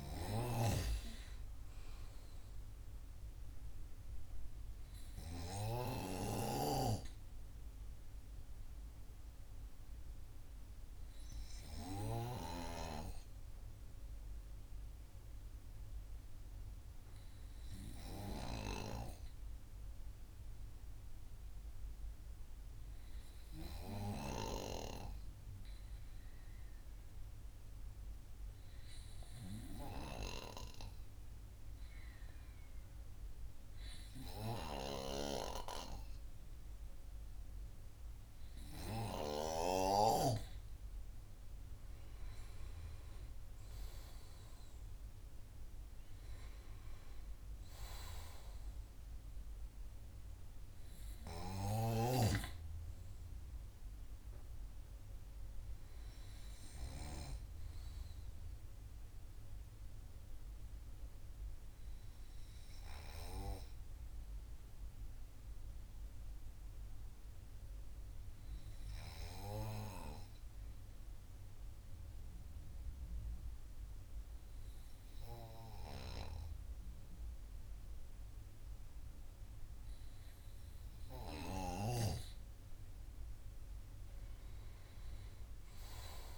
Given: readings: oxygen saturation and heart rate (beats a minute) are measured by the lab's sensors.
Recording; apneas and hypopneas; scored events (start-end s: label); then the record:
breathing in sleep by a room microphone; 2
24.50-39.50 s: hypopnea (oxygen 98% before, 95% lowest, heart rate 52 before, 51 extreme)
41.00-44.50 s: arousal
64.50-80.50 s: hypopnea (oxygen 97% before, 95% lowest, heart rate 56 before, 50 extreme, up 17 after)
83.00-86.00 s: arousal
From the record:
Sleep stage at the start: N2 (light sleep); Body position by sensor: on the right side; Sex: male